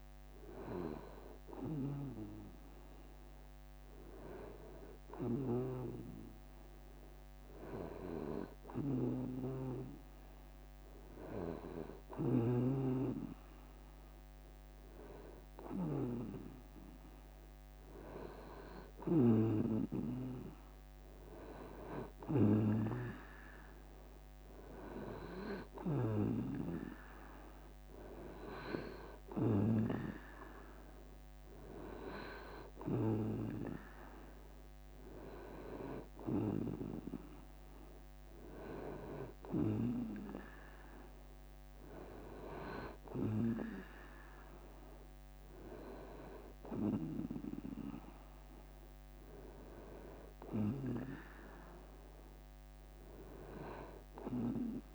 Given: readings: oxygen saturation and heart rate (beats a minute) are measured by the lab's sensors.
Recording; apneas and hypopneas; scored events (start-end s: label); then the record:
breathing in sleep by a microphone on the trachea; none
1.00-3.00 s: long interval between heartbeats (device-marked, heart rate 77 before, 77 extreme)
12.50-14.50 s: long interval between heartbeats (device-marked, heart rate 75 before, 81 extreme)
48.00-50.00 s: long interval between heartbeats (device-marked, heart rate 74 before, 82 extreme)
From the record:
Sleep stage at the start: N2 (light sleep); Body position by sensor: on the right side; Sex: male